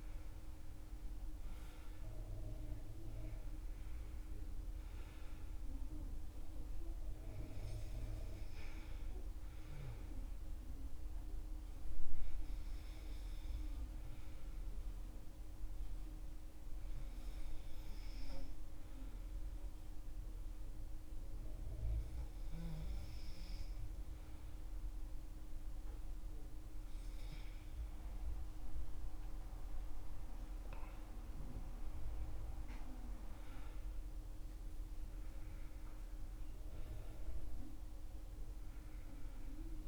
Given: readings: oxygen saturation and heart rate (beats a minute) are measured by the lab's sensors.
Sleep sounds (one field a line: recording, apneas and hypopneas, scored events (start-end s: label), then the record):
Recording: breathing in sleep, hard to hear, by a room microphone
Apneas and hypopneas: 1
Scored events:
12.00-27.00 s: hypopnea (oxygen 97% before, 95% lowest, heart rate 80 before, 66 extreme, up 13 after)
29.00-32.50 s: arousal
From the record:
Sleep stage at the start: N2 (light sleep)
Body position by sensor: on the back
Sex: male